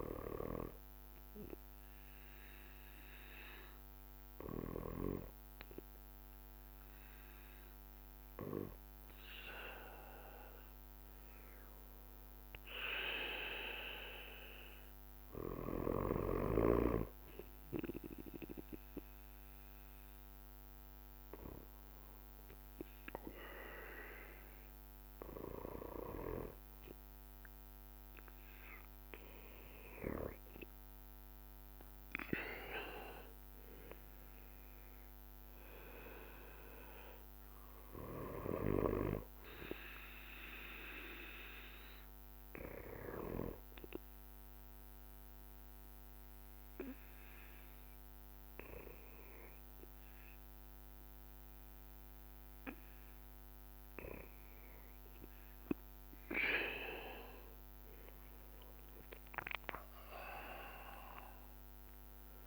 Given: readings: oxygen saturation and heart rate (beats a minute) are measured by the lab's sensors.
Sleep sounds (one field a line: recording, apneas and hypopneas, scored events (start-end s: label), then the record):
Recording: breathing in sleep by a microphone on the trachea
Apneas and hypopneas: 2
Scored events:
0.00-62.47 s: bradycardia (device-marked)
3.00-14.00 s: drop in pulse transit time (device-marked, heart rate 54 before, 53 extreme)
3.50-14.50 s: hypopnea (oxygen 94% before, 91% lowest, heart rate 54 before, 52 extreme, up 3 after)
17.00-21.00 s: arousal
41.50-55.00 s: obstructive apnea (oxygen 94% before, 91% lowest, heart rate 54 before, 50 extreme, up 6 after)
58.00-62.00 s: arousal
58.00-62.47 s: drop in pulse transit time (device-marked, heart rate 53 before, 54 extreme)
From the record:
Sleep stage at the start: N2 (light sleep)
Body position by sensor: on the back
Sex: male